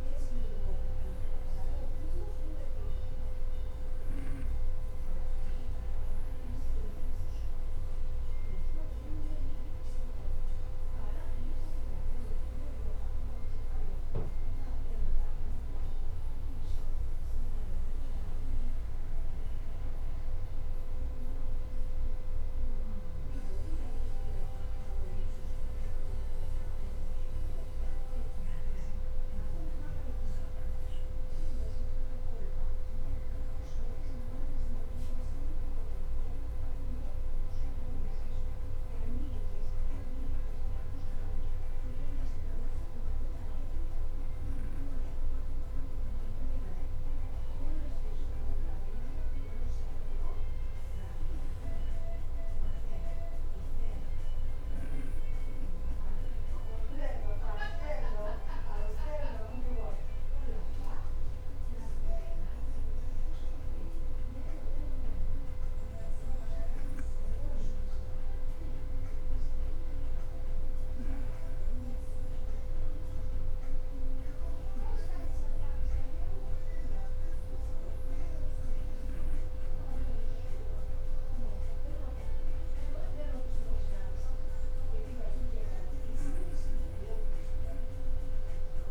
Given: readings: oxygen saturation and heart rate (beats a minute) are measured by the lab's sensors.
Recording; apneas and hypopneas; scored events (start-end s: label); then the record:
breathing in sleep by a room microphone; none
61.00-62.00 s: leg movement (device-marked)
63.00-67.00 s: leg movement (device-marked)
65.50-69.00 s: arousal
From the record:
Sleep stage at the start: N2 (light sleep); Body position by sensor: on the back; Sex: male